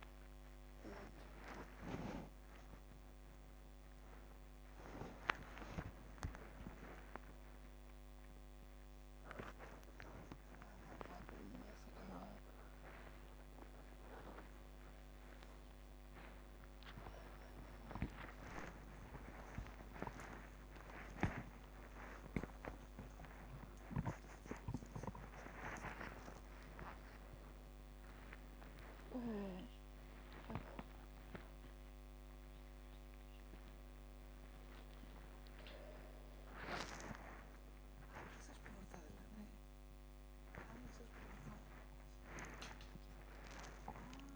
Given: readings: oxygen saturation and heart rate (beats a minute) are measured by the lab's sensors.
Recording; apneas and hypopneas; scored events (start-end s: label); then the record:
a person awake in a sleep study, by a microphone on the trachea; none
none scored
From the record:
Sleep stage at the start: awake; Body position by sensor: upright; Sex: female